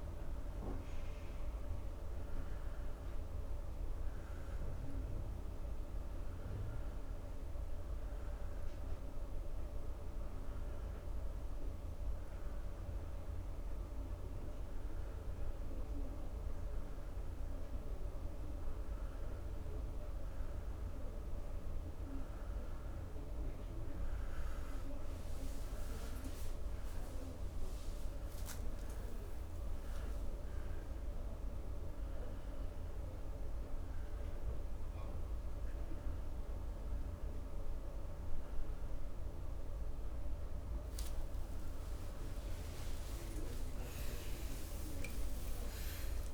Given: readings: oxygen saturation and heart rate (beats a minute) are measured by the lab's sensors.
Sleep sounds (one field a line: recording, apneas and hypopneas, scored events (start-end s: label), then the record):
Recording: breathing in sleep, hard to hear, by a room microphone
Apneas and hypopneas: none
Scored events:
42.50-46.34 s: arousal
From the record:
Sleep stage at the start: N1 (lightest sleep)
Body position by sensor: on the back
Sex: male